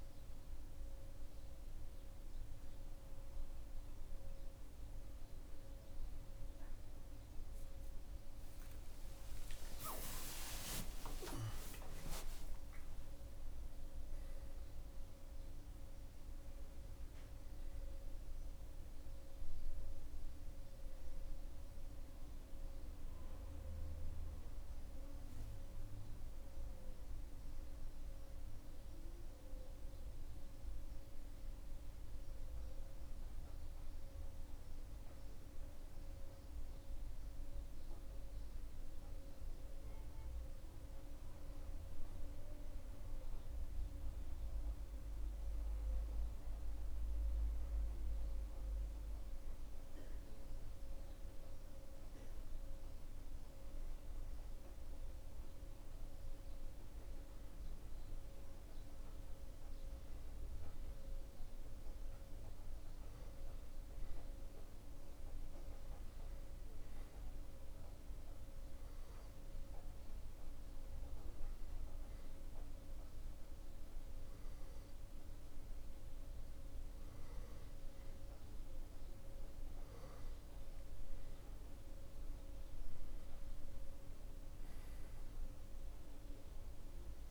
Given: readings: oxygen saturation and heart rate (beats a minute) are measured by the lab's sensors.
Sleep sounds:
breathing in sleep, hard to hear, by a room microphone; 1
9.00-13.00 s: arousal
63.00-66.00 s: arousal
67.50-77.50 s: hypopnea (oxygen 96% before, 92% lowest, heart rate 77 before, 85 extreme, up 7 after)
81.00-85.50 s: arousal
From the record:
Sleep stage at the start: N2 (light sleep); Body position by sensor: on the back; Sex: male

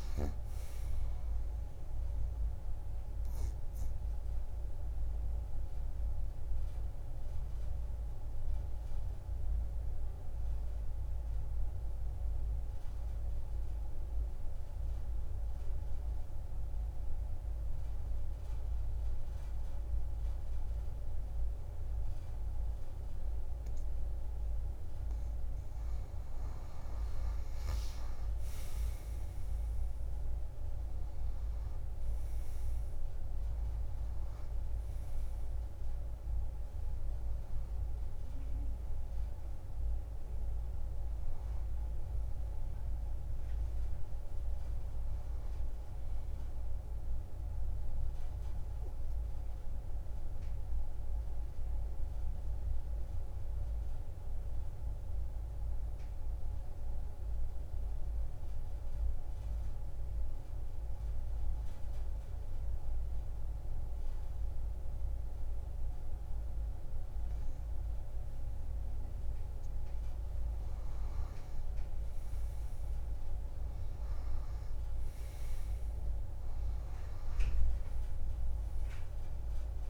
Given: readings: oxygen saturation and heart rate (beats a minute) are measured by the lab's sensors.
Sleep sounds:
breathing in sleep, hard to hear, by a room microphone; 2
0.00-20.50 s: oxygen desaturation (device-marked, oxygen 88% lowest)
2.50-24.00 s: obstructive apnea (oxygen 97% before, 88% lowest)
26.50-30.00 s: arousal
34.50-48.50 s: oxygen desaturation (device-marked, oxygen 96% before, 91% lowest)
47.50-69.00 s: obstructive apnea (oxygen 98% before, 89% lowest)
73.00-78.00 s: arousal
73.50-79.90 s: oxygen desaturation (device-marked, oxygen 98% before, 90% lowest)
From the record:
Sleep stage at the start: N2 (light sleep); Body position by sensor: on the back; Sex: female

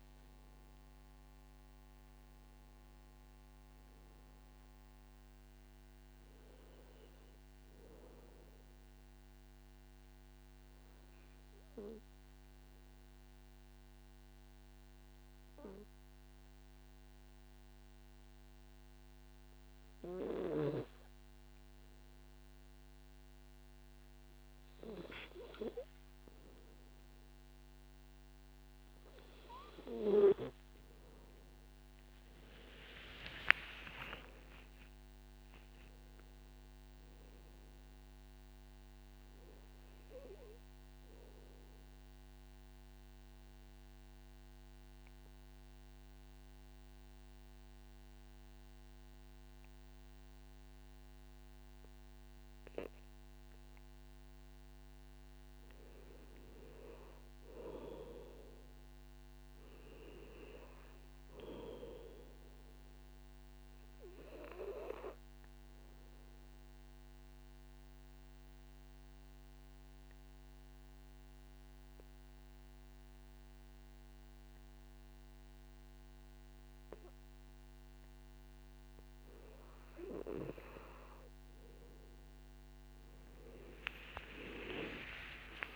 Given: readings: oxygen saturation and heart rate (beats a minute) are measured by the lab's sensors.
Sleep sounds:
breathing in sleep by a microphone on the trachea; 3
9.50-29.00 s: obstructive apnea (oxygen 99% before, 93% lowest, heart rate 64 before, 51 extreme, up 28 after)
32.50-37.00 s: arousal
34.50-36.50 s: long interval between heartbeats (device-marked, heart rate 57 before, 76 extreme)
36.50-57.50 s: oxygen desaturation (device-marked, oxygen 99% before, 93% lowest, heart rate 60 before, 51 extreme)
42.00-55.50 s: obstructive apnea (oxygen 99% before, 93% lowest, heart rate 64 before, 53 extreme, up 9 after)
58.00-61.00 s: arousal
64.50-69.50 s: oxygen desaturation (device-marked, oxygen 99% before, 96% lowest, heart rate 57 before, 56 extreme)
65.50-79.50 s: obstructive apnea (oxygen 99% before, 93% lowest, heart rate 57 before, 51 extreme, up 13 after)
From the record:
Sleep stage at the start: N2 (light sleep); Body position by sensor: on the back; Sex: male

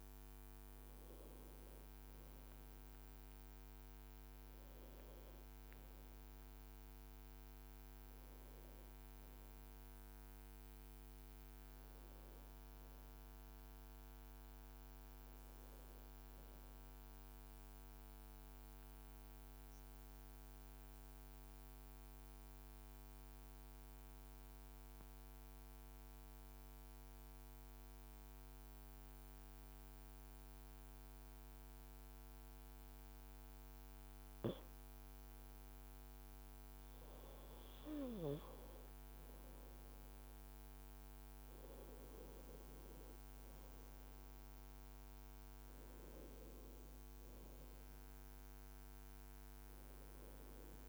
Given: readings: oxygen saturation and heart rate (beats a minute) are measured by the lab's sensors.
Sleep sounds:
breathing in sleep, hard to hear, by a microphone on the trachea; 1
10.50-14.50 s: arousal
17.00-33.00 s: mixed apnea (oxygen 96% before, 94% lowest, heart rate 59 before, 53 extreme, up 0 after)
38.50-43.00 s: arousal
44.50-45.50 s: leg movement (device-marked)
49.00-50.89 s: leg movement (device-marked)
From the record:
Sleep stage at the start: N2 (light sleep); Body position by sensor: on the right side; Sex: male

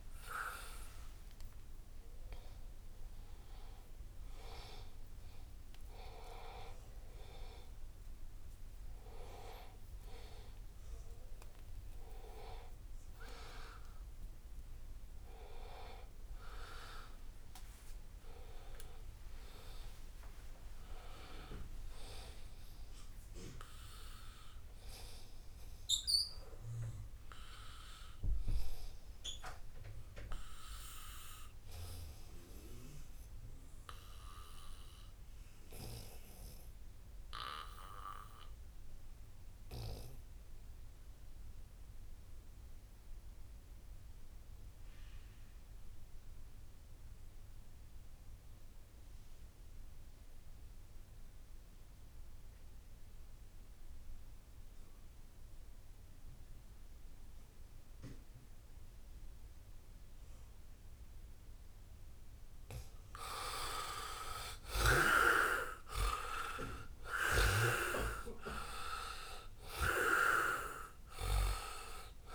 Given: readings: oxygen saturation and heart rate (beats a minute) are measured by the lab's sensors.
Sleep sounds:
breathing in sleep by a room microphone; 1
0.00-17.00 s: oxygen desaturation (device-marked, oxygen 64% lowest, heart rate 58 extreme)
18.00-22.00 s: arousal
21.00-72.35 s: new sleep stage, N2 (light sleep)
24.50-62.00 s: obstructive apnea (oxygen 98% before, 68% lowest, heart rate 84 before, 63 extreme, up 13 after)
37.00-72.35 s: oxygen desaturation (device-marked, oxygen 98% before, 68% lowest, heart rate 81 before, 63 extreme)
64.50-69.00 s: arousal
From the record:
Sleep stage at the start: N1 (lightest sleep); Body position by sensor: on the back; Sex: male

